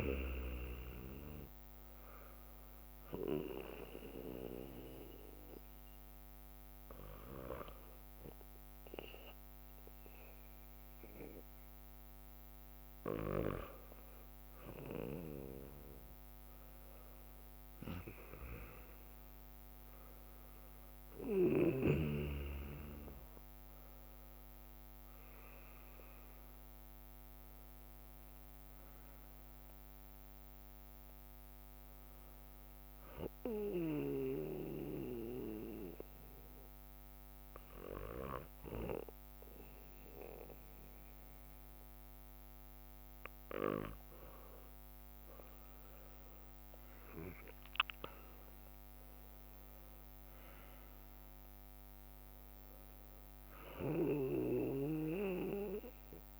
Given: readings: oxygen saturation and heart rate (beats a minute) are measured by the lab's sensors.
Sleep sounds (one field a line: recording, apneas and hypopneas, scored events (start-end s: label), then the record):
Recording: breathing in sleep by a microphone on the trachea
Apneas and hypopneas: 1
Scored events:
0.00-11.00 s: oxygen desaturation (device-marked, oxygen 93% lowest, heart rate 57 extreme)
3.00-11.00 s: bradycardia (device-marked, heart rate 61 before, 57 extreme)
9.00-20.00 s: drop in pulse transit time (device-marked, heart rate 62 before, 57 extreme)
14.50-18.50 s: leg movement (device-marked)
24.00-28.50 s: leg movement (device-marked)
25.00-28.50 s: arousal
33.00-45.00 s: mixed apnea (oxygen 97% before, 94% lowest, heart rate 63 before, 58 extreme, up 6 after)
34.00-42.00 s: bradycardia (device-marked, heart rate 61 before, 59 extreme)
35.00-48.00 s: drop in pulse transit time (device-marked, heart rate 64 before, 59 extreme)
44.50-47.50 s: leg movement (device-marked)
45.50-50.00 s: arousal
49.00-56.40 s: oxygen desaturation (device-marked, oxygen 97% before, 94% lowest, heart rate 61 before, 57 extreme)
52.00-53.00 s: leg movement (device-marked)
From the record:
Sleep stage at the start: N2 (light sleep)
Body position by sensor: on the back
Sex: male